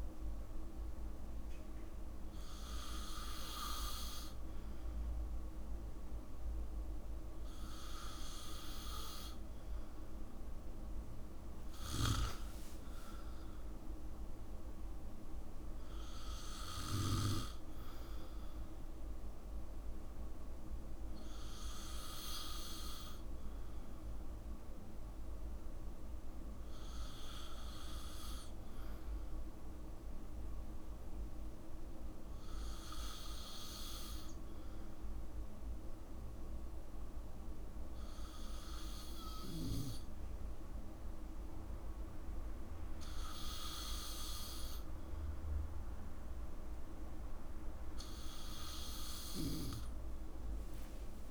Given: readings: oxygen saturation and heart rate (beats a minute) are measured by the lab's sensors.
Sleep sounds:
breathing in sleep by a room microphone; none
none scored
From the record:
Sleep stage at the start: N2 (light sleep); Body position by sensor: on the back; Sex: male

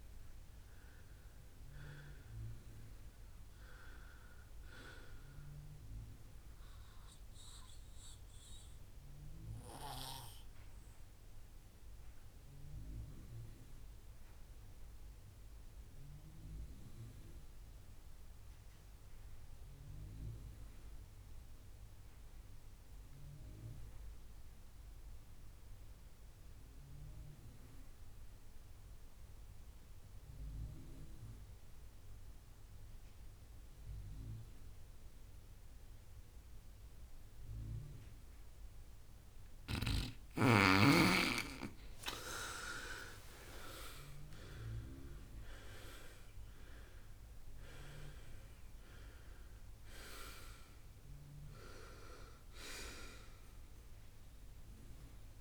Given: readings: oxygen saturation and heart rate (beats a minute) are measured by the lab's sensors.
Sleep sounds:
breathing in sleep by a room microphone; 1
0.00-13.00 s: oxygen desaturation (device-marked, oxygen 80% lowest, heart rate 56 extreme)
5.50-40.00 s: mixed apnea (oxygen 92% before, 80% lowest, heart rate 73 before, 62 extreme, up 21 after)
15.00-22.00 s: oxygen desaturation (device-marked, oxygen 83% before, 80% lowest, heart rate 79 before, 62 extreme)
42.50-46.00 s: arousal
44.00-55.41 s: oxygen desaturation (device-marked, oxygen 96% before, 85% lowest, heart rate 66 before, 62 extreme)
From the record:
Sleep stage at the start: N2 (light sleep); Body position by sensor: on the right side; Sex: male

